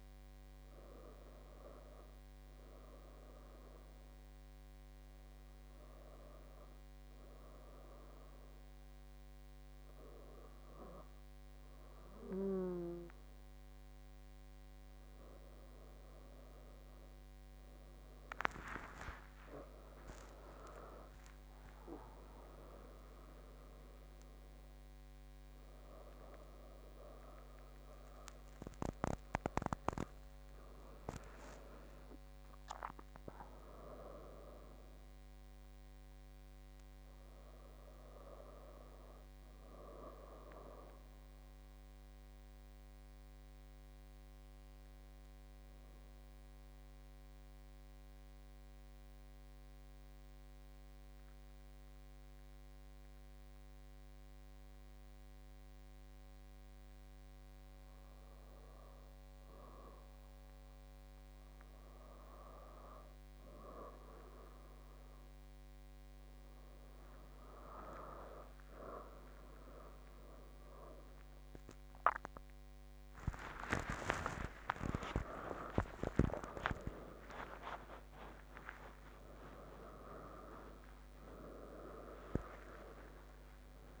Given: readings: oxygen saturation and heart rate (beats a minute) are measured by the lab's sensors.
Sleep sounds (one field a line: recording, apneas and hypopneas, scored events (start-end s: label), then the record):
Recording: breathing in sleep by a microphone on the trachea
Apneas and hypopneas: 2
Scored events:
5.50-17.00 s: hypopnea (oxygen 99% before, 95% lowest, heart rate 70 before, 67 extreme, up 42 after)
19.00-25.00 s: arousal
47.50-58.50 s: obstructive apnea (oxygen 98% before, 96% lowest, heart rate 72 before, 68 extreme, up 2 after)
71.00-84.00 s: new sleep stage, awake
From the record:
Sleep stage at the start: N1 (lightest sleep)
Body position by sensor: on the back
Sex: female